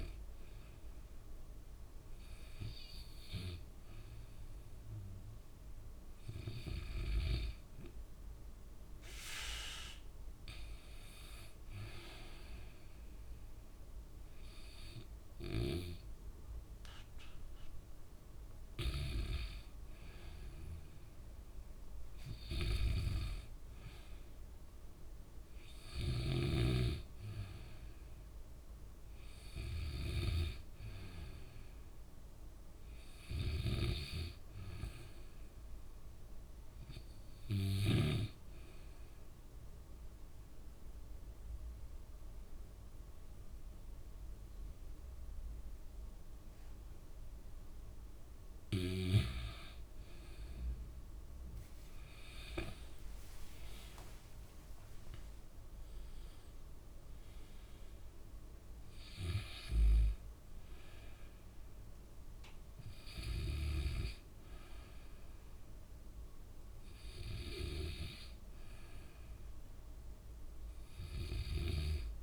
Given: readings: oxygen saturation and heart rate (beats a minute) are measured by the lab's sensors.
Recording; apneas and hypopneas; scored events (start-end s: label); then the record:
breathing in sleep by a room microphone; 1
39.50-50.00 s: mixed apnea (oxygen 93% before, 89% lowest, heart rate 72 before, 65 extreme, up 5 after)
53.50-57.50 s: arousal
57.00-66.00 s: oxygen desaturation (device-marked, oxygen 94% before, 89% lowest, heart rate 73 before, 65 extreme)
From the record:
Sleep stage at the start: N2 (light sleep); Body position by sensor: on the back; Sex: male